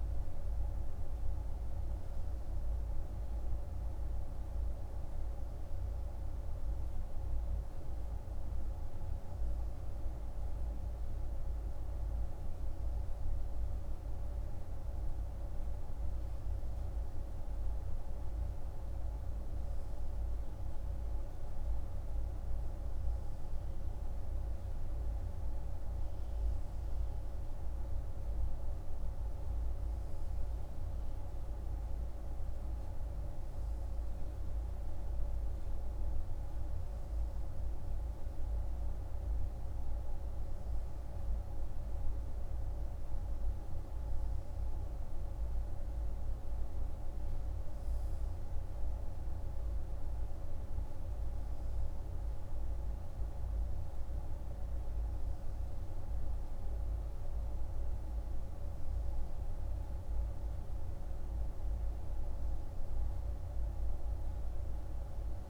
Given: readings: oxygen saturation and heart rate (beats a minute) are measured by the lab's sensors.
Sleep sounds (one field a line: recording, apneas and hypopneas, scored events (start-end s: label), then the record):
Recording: breathing in sleep, hard to hear, by a room microphone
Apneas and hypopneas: none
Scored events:
none scored
From the record:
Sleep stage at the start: N3 (deep sleep)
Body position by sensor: on the right side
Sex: male